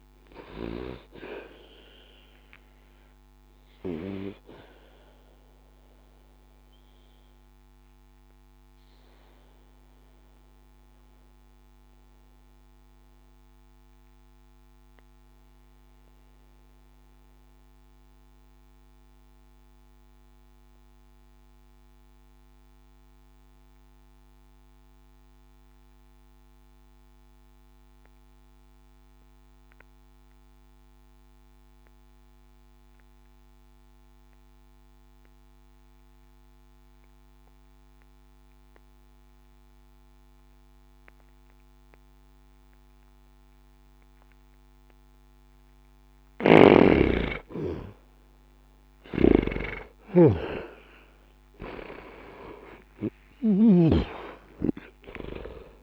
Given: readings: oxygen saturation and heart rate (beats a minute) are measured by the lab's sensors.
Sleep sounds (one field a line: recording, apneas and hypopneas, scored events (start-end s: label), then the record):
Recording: breathing in sleep by a microphone on the trachea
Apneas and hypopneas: 1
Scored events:
0.00-24.00 s: oxygen desaturation (device-marked, oxygen 78% lowest, heart rate 60 extreme)
4.50-46.50 s: obstructive apnea (oxygen 97% before, 78% lowest, heart rate 65 before, 60 extreme, up 0 after)
44.00-55.83 s: oxygen desaturation (device-marked, oxygen 98% before, 78% lowest, heart rate 60 before, 60 extreme)
46.00-53.50 s: snoring (device-marked)
52.50-55.83 s: arousal
From the record:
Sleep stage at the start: N2 (light sleep)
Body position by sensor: on the back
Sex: male